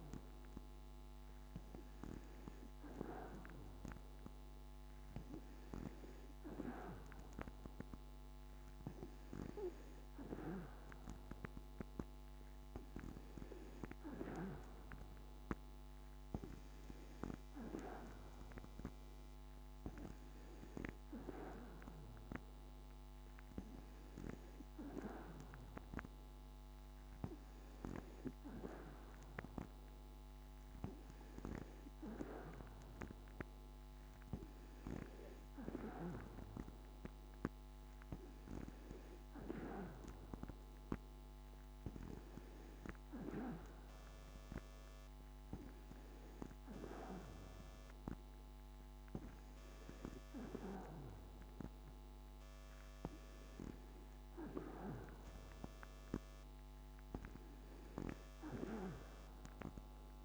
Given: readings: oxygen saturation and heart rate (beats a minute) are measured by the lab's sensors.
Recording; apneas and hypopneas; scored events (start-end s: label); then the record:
breathing in sleep by a microphone on the trachea; none
none scored
From the record:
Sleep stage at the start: N2 (light sleep); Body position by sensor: on the back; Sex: female